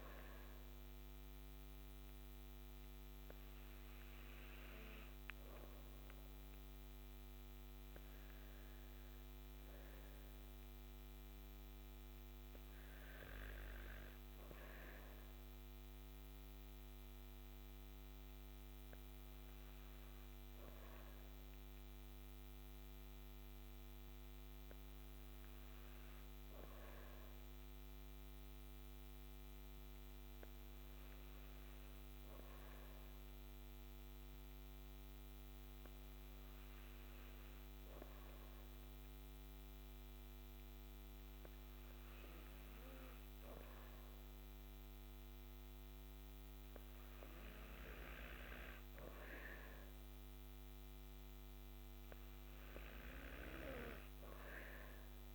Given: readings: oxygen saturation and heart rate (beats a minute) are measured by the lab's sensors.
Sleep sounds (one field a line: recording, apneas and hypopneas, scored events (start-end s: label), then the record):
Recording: breathing in sleep, hard to hear, by a microphone on the trachea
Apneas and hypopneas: none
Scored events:
none scored
From the record:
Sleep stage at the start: N2 (light sleep)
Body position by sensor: on the back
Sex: female